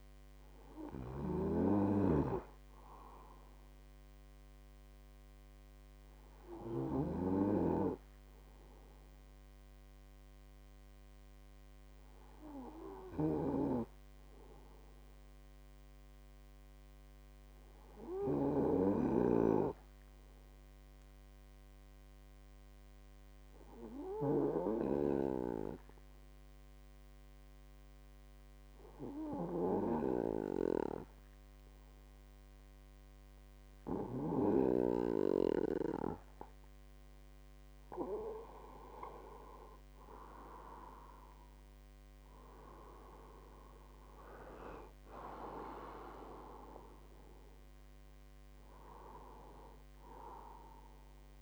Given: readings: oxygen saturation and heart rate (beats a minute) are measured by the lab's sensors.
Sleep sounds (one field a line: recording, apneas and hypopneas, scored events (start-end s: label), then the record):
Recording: breathing in sleep by a microphone on the trachea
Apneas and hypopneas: 1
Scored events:
10.50-33.50 s: hypopnea (oxygen 98% before, 95% lowest, heart rate 53 before, 50 extreme, up 3 after)
41.00-45.00 s: arousal
From the record:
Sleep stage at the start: N2 (light sleep)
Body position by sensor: on the right side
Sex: male